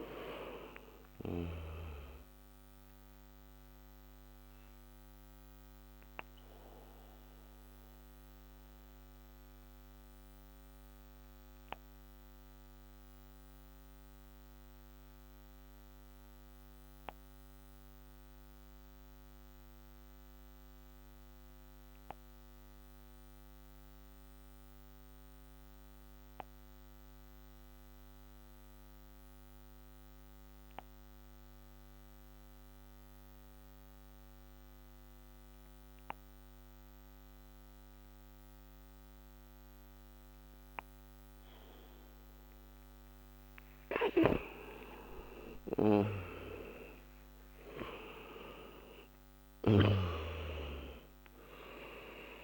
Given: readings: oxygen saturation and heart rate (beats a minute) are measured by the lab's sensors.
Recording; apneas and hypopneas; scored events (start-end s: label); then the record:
breathing in sleep by a microphone on the trachea; 1
0.00-23.50 s: oxygen desaturation (device-marked, oxygen 87% lowest, heart rate 55 extreme)
4.00-39.50 s: obstructive apnea (oxygen 98% before, 87% lowest, heart rate 80 before, 55 extreme, up 25 after)
44.50-50.00 s: arousal
45.50-52.44 s: oxygen desaturation (device-marked, oxygen 97% before, 88% lowest, heart rate 63 before, 56 extreme)
49.50-52.44 s: snoring (device-marked)
From the record:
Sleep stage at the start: N2 (light sleep); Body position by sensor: on the back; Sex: male